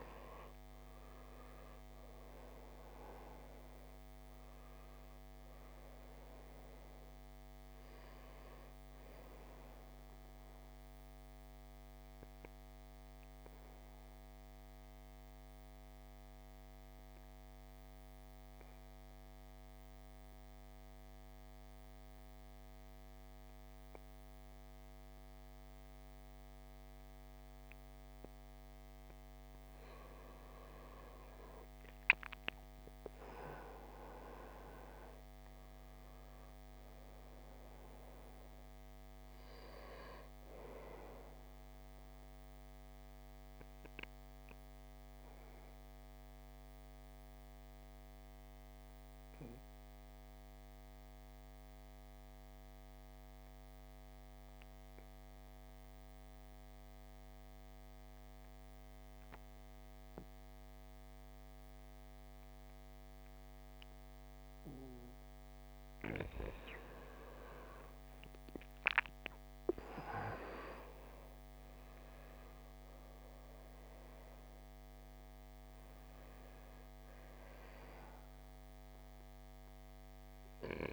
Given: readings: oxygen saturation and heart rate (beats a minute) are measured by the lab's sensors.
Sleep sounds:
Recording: breathing in sleep by a microphone on the trachea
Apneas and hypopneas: 2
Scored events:
0.00-26.50 s: oxygen desaturation (device-marked, oxygen 84% lowest)
10.00-29.50 s: obstructive apnea (oxygen 96% before, 84% lowest)
31.00-35.00 s: arousal
39.50-56.50 s: oxygen desaturation (device-marked, oxygen 98% before, 90% lowest, heart rate 55 before, 51 extreme)
42.00-65.50 s: obstructive apnea (oxygen 98% before, 85% lowest, heart rate 56 before, 51 extreme, up 14 after)
65.50-80.93 s: oxygen desaturation (device-marked, oxygen 97% before, 85% lowest, heart rate 52 before, 51 extreme)
68.00-72.00 s: arousal
From the record:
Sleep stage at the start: N2 (light sleep)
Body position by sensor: on the back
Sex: male

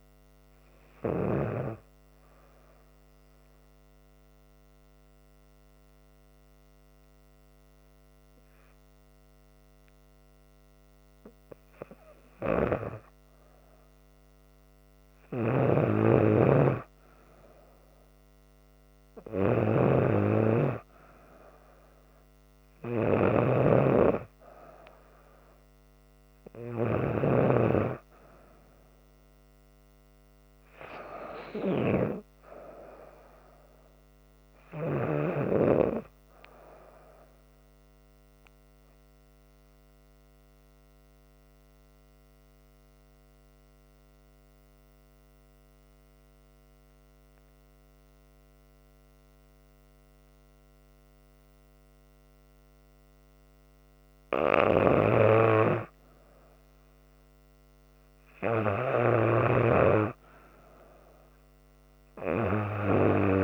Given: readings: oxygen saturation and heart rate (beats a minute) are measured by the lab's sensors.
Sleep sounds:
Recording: breathing in sleep by a microphone on the trachea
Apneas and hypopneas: 2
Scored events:
2.50-13.00 s: obstructive apnea (oxygen 97% before, 92% lowest, heart rate 70 before, 71 extreme, up 2 after)
14.00-18.00 s: arousal
15.00-27.00 s: snoring (device-marked)
18.00-35.00 s: oxygen desaturation (device-marked, oxygen 96% before, 93% lowest, heart rate 71 before, 71 extreme)
39.00-54.50 s: obstructive apnea (oxygen 96% before, 92% lowest, heart rate 72 before, 71 extreme, up 4 after)
54.50-59.00 s: snoring (device-marked)
57.00-60.00 s: arousal
59.00-63.44 s: oxygen desaturation (device-marked, oxygen 96% before, 92% lowest, heart rate 72 before, 67 extreme)
From the record:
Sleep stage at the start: N2 (light sleep)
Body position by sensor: on the back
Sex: female

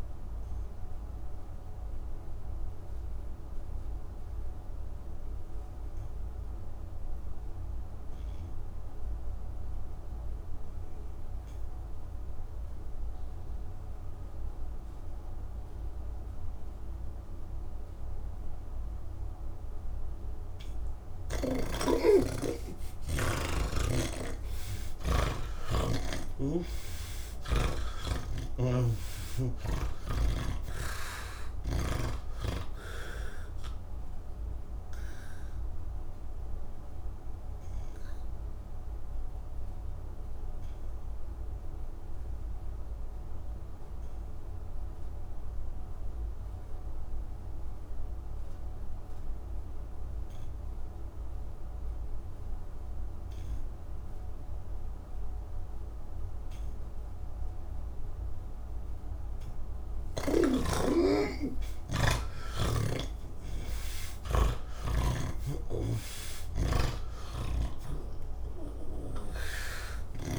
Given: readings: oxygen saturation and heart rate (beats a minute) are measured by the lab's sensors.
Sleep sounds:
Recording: breathing in sleep by a room microphone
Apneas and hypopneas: none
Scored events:
0.00-8.50 s: oxygen desaturation (device-marked, oxygen 79% lowest, heart rate 48 extreme)
19.50-29.50 s: oxygen desaturation (device-marked, oxygen 99% before, 87% lowest, heart rate 70 before, 48 extreme)
28.00-31.50 s: snoring (device-marked)
31.50-53.50 s: oxygen desaturation (device-marked, oxygen 90% before, 78% lowest, heart rate 74 before, 69 extreme)
55.50-70.39 s: oxygen desaturation (device-marked, oxygen 98% before, 86% lowest, heart rate 72 before, 61 extreme)
From the record:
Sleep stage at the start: N3 (deep sleep)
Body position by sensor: on the back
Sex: male

